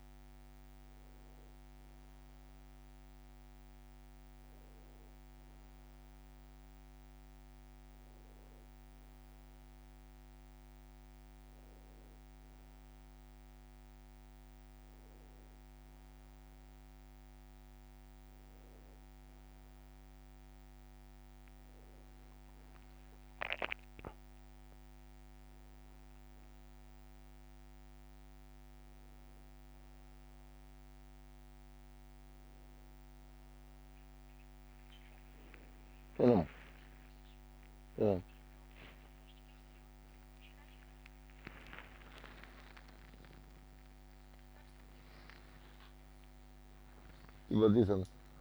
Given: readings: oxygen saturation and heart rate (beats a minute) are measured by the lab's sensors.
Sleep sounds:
breathing in sleep by a microphone on the trachea; none
46.00-48.00 s: long interval between heartbeats (device-marked, heart rate 62 before, 66 extreme)
48.00-48.41 s: new sleep stage, awake
From the record:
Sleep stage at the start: N1 (lightest sleep); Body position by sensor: on the back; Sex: male

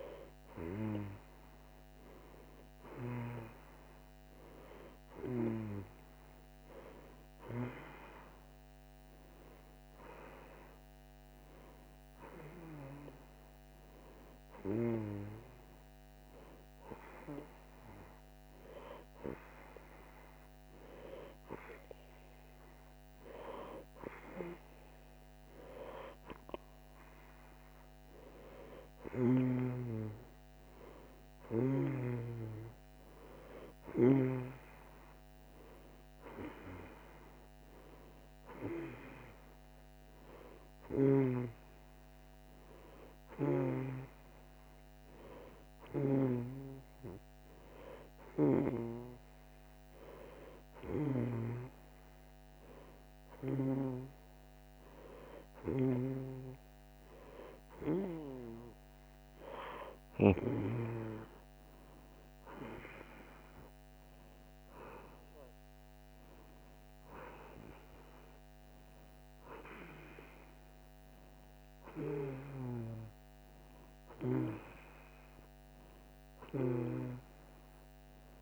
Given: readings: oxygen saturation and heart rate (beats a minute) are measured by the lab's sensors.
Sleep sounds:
breathing in sleep by a microphone on the trachea; 1
15.00-26.50 s: hypopnea (oxygen 90% before, 89% lowest)
28.00-32.00 s: arousal
From the record:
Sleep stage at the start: N2 (light sleep); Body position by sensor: on the back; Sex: female

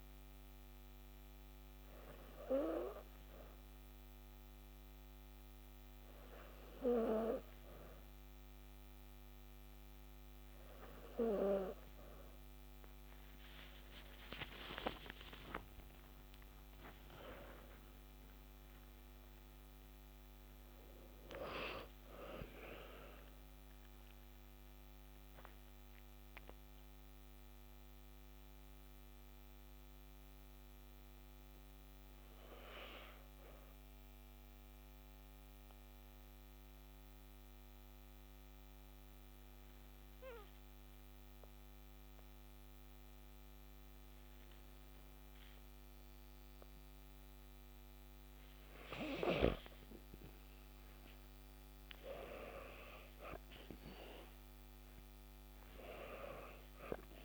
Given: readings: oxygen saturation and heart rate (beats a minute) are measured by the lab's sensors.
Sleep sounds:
breathing in sleep by a microphone on the trachea; 1
14.50-19.50 s: arousal
27.00-50.00 s: mixed apnea (oxygen 94% before, 91% lowest, heart rate 58 before, 56 extreme, up 3 after)
52.50-57.00 s: arousal
From the record:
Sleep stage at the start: N2 (light sleep); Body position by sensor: on the back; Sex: female

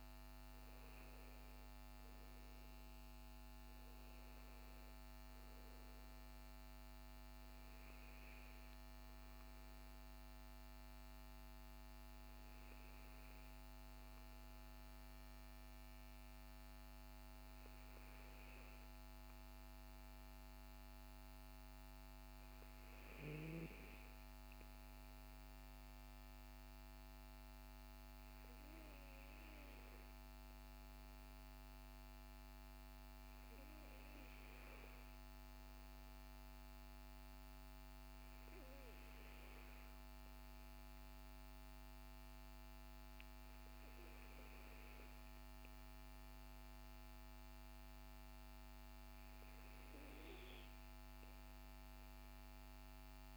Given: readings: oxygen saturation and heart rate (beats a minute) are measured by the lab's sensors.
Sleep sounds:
breathing in sleep, hard to hear, by a microphone on the trachea; none
none scored
From the record:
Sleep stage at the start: N2 (light sleep); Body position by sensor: on the back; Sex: male

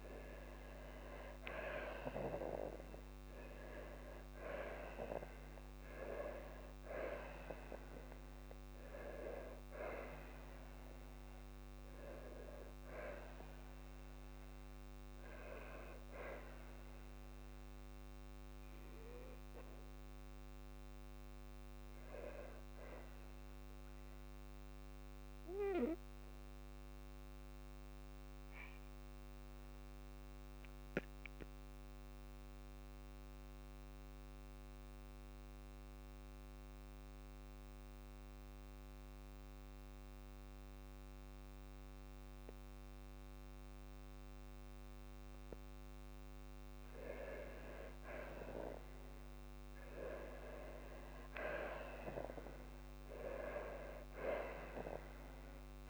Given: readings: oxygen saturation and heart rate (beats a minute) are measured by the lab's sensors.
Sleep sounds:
breathing in sleep by a microphone on the trachea; 1
25.50-45.50 s: obstructive apnea (oxygen 98% before, 92% lowest, heart rate 57 before, 53 extreme, up 5 after)
27.00-44.00 s: oxygen desaturation (device-marked, oxygen 97% before, 92% lowest, heart rate 57 before, 53 extreme)
49.00-52.50 s: arousal
From the record:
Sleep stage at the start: N2 (light sleep); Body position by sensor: on the back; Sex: female

